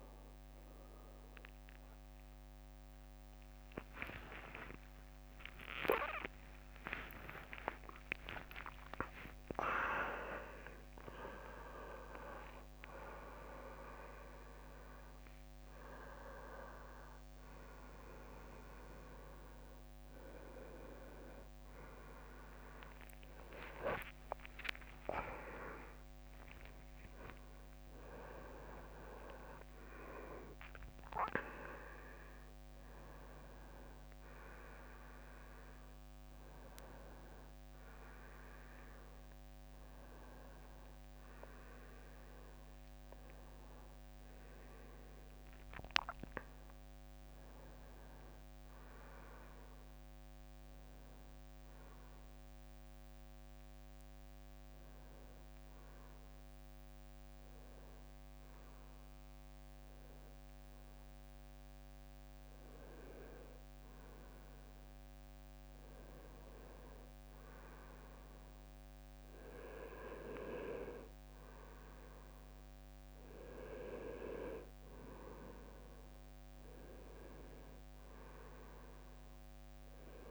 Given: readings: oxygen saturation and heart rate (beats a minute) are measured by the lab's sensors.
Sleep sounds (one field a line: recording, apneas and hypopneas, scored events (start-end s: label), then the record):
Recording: a person awake in a sleep study, by a microphone on the trachea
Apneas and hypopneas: 1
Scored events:
0.00-7.50 s: drop in pulse transit time (device-marked, heart rate 68 extreme)
0.00-21.50 s: oxygen desaturation (device-marked, oxygen 89% lowest, heart rate 59 extreme)
2.50-12.00 s: leg movement (device-marked)
3.50-10.50 s: tachycardia (device-marked, heart rate 62 before, 150 extreme)
5.00-7.00 s: long interval between heartbeats (device-marked, heart rate 66 before, 89 extreme)
7.50-9.50 s: long interval between heartbeats (device-marked, heart rate 71 before, 124 extreme)
11.50-13.50 s: long interval between heartbeats (device-marked, heart rate 87 before, 133 extreme)
22.50-25.50 s: leg movement (device-marked)
23.50-30.50 s: tachycardia (device-marked, heart rate 63 before, 139 extreme)
25.00-27.00 s: long interval between heartbeats (device-marked, heart rate 97 before, 93 extreme)
27.50-29.50 s: long interval between heartbeats (device-marked, heart rate 98 before, 128 extreme)
45.50-75.50 s: new sleep stage, N1 (lightest sleep)
52.50-64.00 s: hypopnea (oxygen 99% before, 95% lowest, heart rate 73 before, 61 extreme, up 1 after)
63.50-80.31 s: oxygen desaturation (device-marked, oxygen 98% before, 95% lowest, heart rate 65 before, 57 extreme)
67.50-70.50 s: arousal
75.50-80.31 s: new sleep stage, N2 (light sleep)
From the record:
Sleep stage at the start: awake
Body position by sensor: on the right side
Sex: male